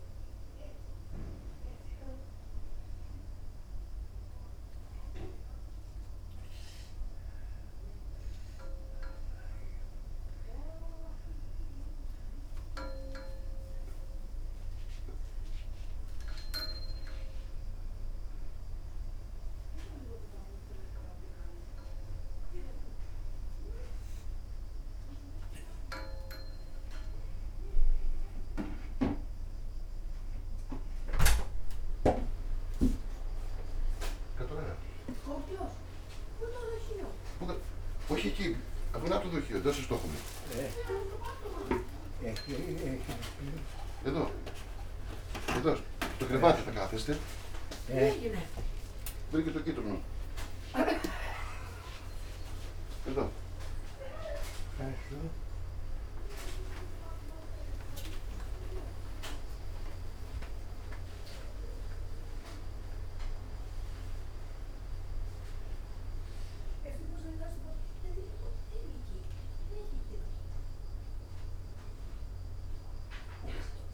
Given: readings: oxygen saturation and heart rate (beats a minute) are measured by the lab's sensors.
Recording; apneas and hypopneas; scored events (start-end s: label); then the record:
a person awake in a sleep study, by a room microphone; none
42.50-47.00 s: snoring (device-marked)
From the record:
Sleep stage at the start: awake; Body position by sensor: upright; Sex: male